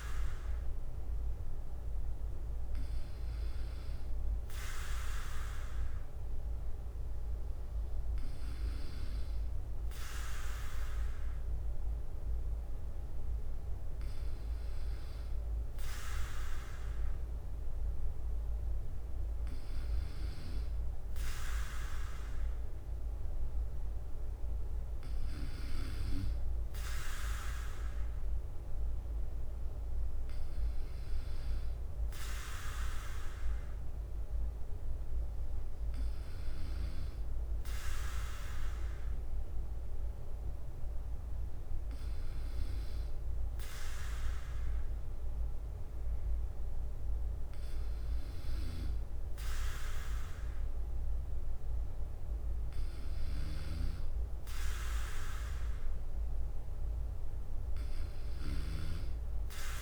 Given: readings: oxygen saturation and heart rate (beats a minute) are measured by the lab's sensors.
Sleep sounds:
breathing in sleep by a room microphone; none
0.00-59.50 s: bradycardia (device-marked, heart rate 55 extreme)
From the record:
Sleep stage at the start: N2 (light sleep); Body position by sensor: on the back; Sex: male

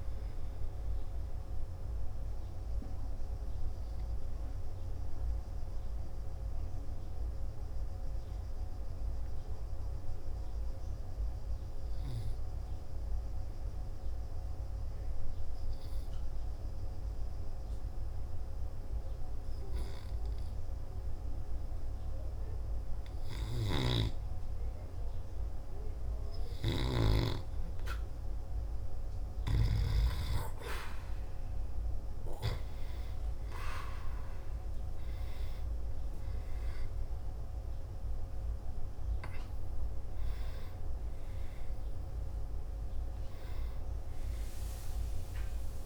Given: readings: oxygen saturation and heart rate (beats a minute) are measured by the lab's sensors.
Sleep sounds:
breathing in sleep by a room microphone; 1
4.00-25.00 s: oxygen desaturation (device-marked, oxygen 98% before, 90% lowest, heart rate 58 before, 50 extreme)
8.00-25.50 s: hypopnea (oxygen 98% before, 90% lowest, heart rate 59 before, 50 extreme, up 0 after)
30.00-34.50 s: arousal
From the record:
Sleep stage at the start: N2 (light sleep); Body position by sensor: on the back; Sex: male

